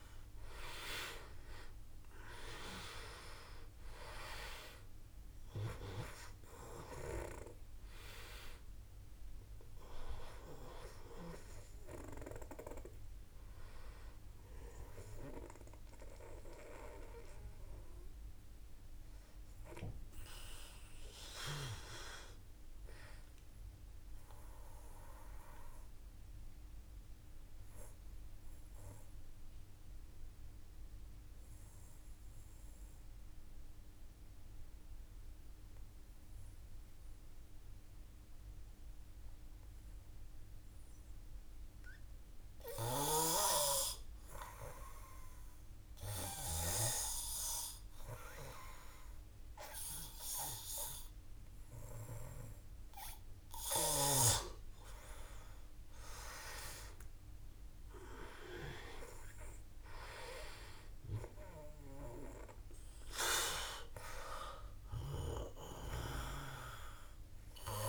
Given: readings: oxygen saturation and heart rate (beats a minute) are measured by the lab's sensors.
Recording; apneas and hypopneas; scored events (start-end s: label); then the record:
breathing in sleep by a room microphone; 1
0.00-3.50 s: arousal
0.00-31.50 s: oxygen desaturation (device-marked, oxygen 89% lowest, heart rate 50 extreme)
16.00-44.50 s: obstructive apnea (oxygen 98% before, 89% lowest, heart rate 54 before, 51 extreme, up 1 after)
47.00-50.50 s: arousal
50.50-67.89 s: oxygen desaturation (device-marked, oxygen 97% before, 90% lowest, heart rate 53 before, 50 extreme)
From the record:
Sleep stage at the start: N2 (light sleep); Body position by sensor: on the back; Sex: male